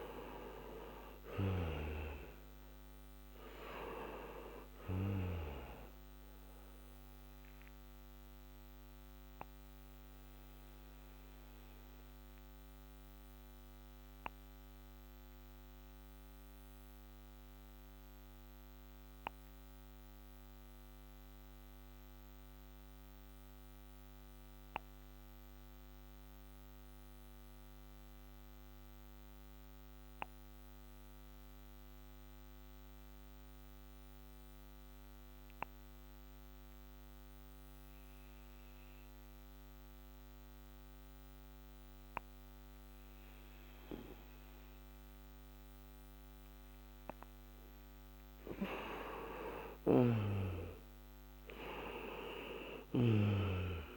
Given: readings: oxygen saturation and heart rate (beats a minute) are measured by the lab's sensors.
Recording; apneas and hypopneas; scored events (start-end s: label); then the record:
breathing in sleep by a microphone on the trachea; 1
0.00-3.00 s: arousal
7.00-47.50 s: obstructive apnea (oxygen 97% before, 87% lowest, heart rate 68 before, 56 extreme, up 35 after)
11.50-27.50 s: oxygen desaturation (device-marked, oxygen 96% before, 90% lowest, heart rate 71 before, 56 extreme)
49.00-53.96 s: arousal
52.50-53.96 s: oxygen desaturation (device-marked, oxygen 96% before, 87% lowest, heart rate 68 before, 56 extreme)
From the record:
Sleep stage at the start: N2 (light sleep); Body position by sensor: on the back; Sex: male